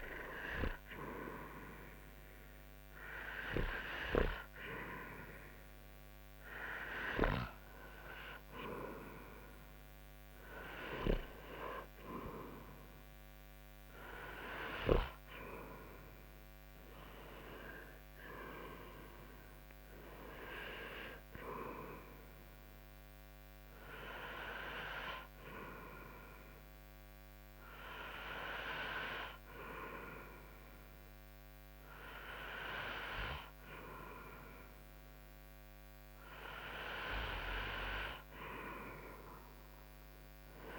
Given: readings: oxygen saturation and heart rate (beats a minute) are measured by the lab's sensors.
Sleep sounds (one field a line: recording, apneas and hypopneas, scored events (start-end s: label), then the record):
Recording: breathing in sleep by a microphone on the trachea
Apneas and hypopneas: none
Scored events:
none scored
From the record:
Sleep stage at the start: N2 (light sleep)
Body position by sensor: on the front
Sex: male